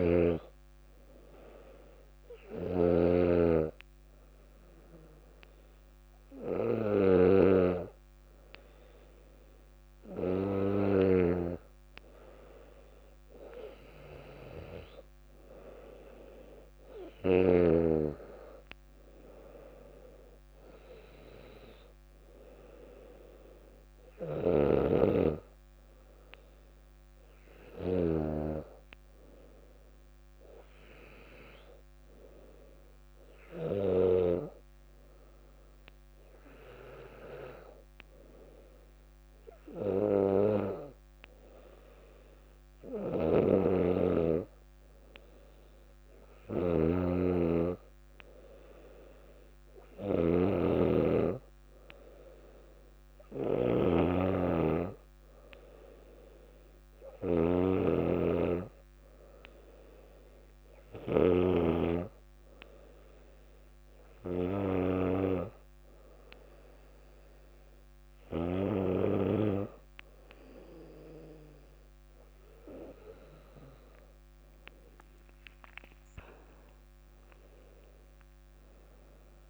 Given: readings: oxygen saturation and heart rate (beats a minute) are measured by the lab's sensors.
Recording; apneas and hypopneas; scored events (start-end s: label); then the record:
breathing in sleep by a microphone on the trachea; none
0.00-11.50 s: snoring (device-marked)
24.50-34.50 s: snoring (device-marked)
43.50-62.00 s: snoring (device-marked)
65.00-79.50 s: new sleep stage, awake
From the record:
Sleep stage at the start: N2 (light sleep); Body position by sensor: on the back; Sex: female